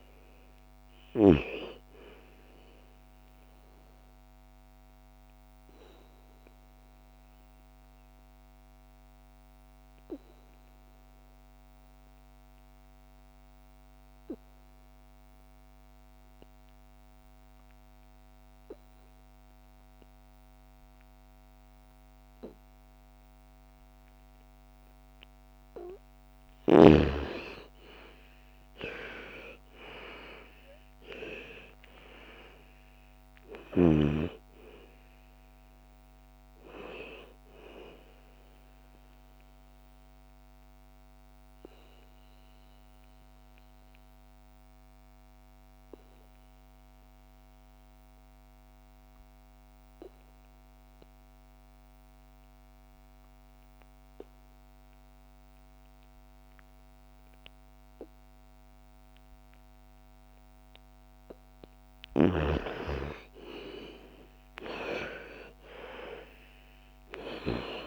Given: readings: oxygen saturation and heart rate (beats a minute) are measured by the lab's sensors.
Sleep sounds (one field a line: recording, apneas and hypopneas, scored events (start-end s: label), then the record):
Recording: breathing in sleep by a microphone on the trachea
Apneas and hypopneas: 2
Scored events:
0.00-12.50 s: oxygen desaturation (device-marked, oxygen 90% lowest, heart rate 53 extreme)
4.00-25.50 s: obstructive apnea (oxygen 98% before, 82% lowest, heart rate 61 before, 53 extreme, up 18 after)
26.50-49.50 s: oxygen desaturation (device-marked, oxygen 98% before, 82% lowest, heart rate 55 before, 54 extreme)
27.50-32.50 s: arousal
39.00-61.00 s: mixed apnea (oxygen 98% before, 80% lowest, heart rate 62 before, 54 extreme, up 17 after)
62.50-67.00 s: arousal
65.50-67.86 s: oxygen desaturation (device-marked, oxygen 98% before, 83% lowest, heart rate 58 before, 55 extreme)
From the record:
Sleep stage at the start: N2 (light sleep)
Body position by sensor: on the back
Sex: female